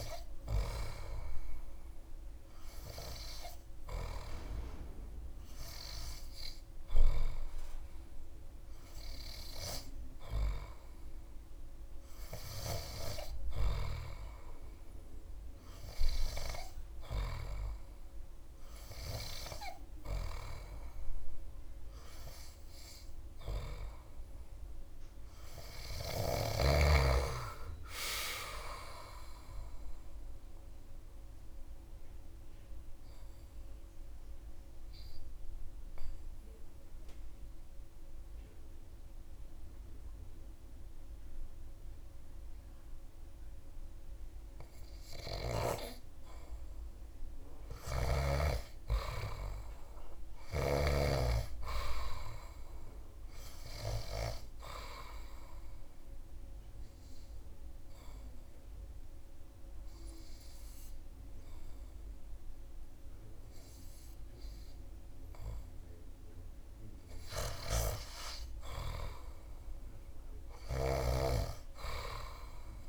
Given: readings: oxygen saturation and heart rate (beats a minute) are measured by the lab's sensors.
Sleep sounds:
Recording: breathing in sleep by a room microphone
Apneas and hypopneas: 2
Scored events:
24.00-27.50 s: arousal
29.00-45.00 s: obstructive apnea (oxygen 97% before, 94% lowest)
48.00-51.50 s: arousal
55.50-66.50 s: obstructive apnea (oxygen 98% before, 94% lowest)
62.50-72.89 s: oxygen desaturation (device-marked, oxygen 99% before, 94% lowest)
68.50-71.50 s: arousal
From the record:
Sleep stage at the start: N3 (deep sleep)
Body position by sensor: on the back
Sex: male

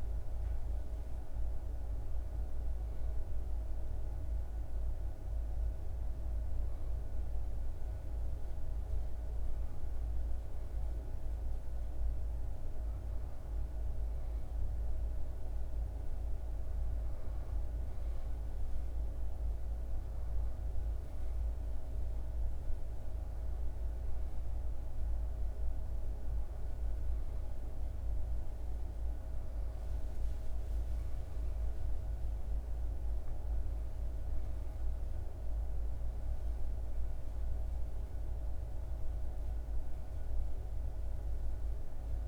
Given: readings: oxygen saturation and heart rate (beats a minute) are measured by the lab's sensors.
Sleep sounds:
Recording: breathing in sleep, hard to hear, by a room microphone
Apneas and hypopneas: none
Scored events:
none scored
From the record:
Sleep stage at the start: N3 (deep sleep)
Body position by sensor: on the back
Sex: male

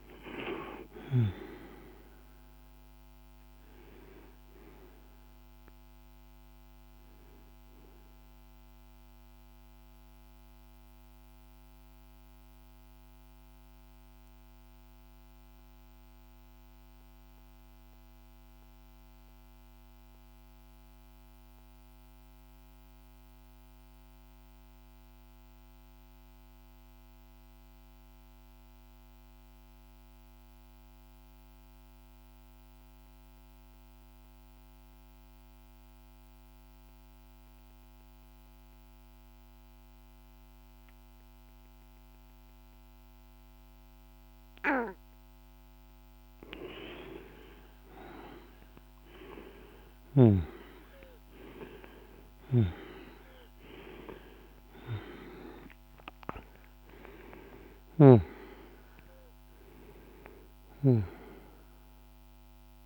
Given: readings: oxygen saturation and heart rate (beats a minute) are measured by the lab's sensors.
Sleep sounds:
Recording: breathing in sleep by a microphone on the trachea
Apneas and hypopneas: 1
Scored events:
0.00-22.50 s: oxygen desaturation (device-marked, oxygen 87% lowest, heart rate 48 extreme)
8.00-45.00 s: mixed apnea (oxygen 98% before, 85% lowest, heart rate 54 before, 49 extreme, up 8 after)
34.50-62.86 s: oxygen desaturation (device-marked, oxygen 100% before, 85% lowest, heart rate 50 before, 48 extreme)
46.00-51.50 s: arousal
51.50-60.00 s: snoring (device-marked)
From the record:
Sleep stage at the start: N2 (light sleep)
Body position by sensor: on the back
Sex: male

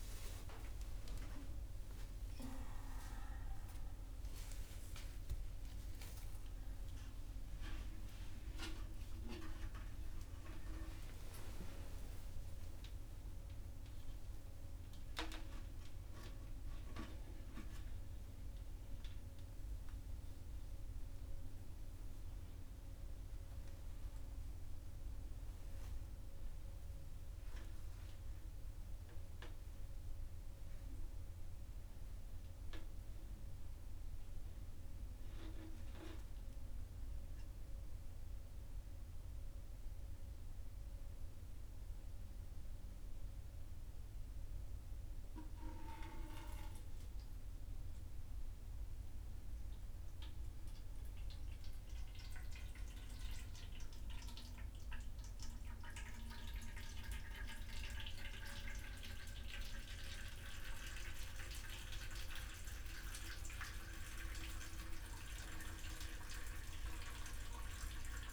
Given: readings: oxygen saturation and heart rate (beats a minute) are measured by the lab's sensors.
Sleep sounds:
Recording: a person awake in a sleep study, by a room microphone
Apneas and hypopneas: none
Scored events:
none scored
From the record:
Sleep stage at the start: awake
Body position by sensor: upright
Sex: male

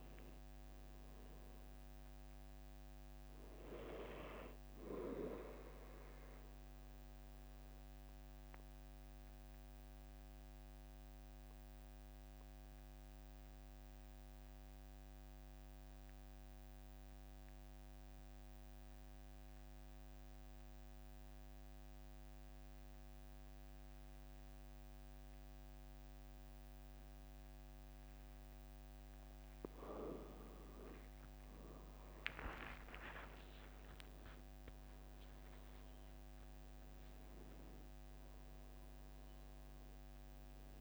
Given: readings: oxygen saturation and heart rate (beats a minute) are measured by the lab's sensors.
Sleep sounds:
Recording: breathing in sleep by a microphone on the trachea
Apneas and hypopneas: 1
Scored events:
6.00-29.00 s: obstructive apnea (oxygen 97% before, 93% lowest, heart rate 47 before, 42 extreme, up 55 after)
30.50-35.00 s: arousal
From the record:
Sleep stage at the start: REM sleep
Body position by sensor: on the back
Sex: male

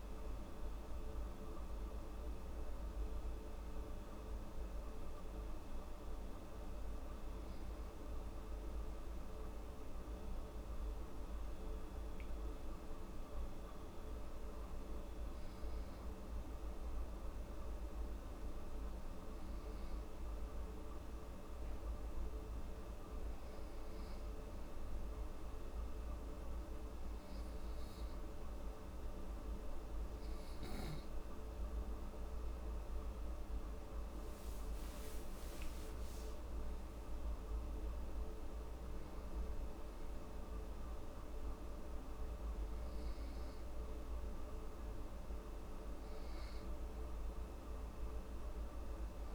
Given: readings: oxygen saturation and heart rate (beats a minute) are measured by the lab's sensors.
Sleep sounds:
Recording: breathing in sleep, hard to hear, by a room microphone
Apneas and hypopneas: 1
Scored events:
18.00-30.00 s: hypopnea (oxygen 97% before, 93% lowest, heart rate 79 before, 74 extreme, up 7 after)
32.00-34.50 s: arousal
From the record:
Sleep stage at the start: N2 (light sleep)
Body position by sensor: on the back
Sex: female

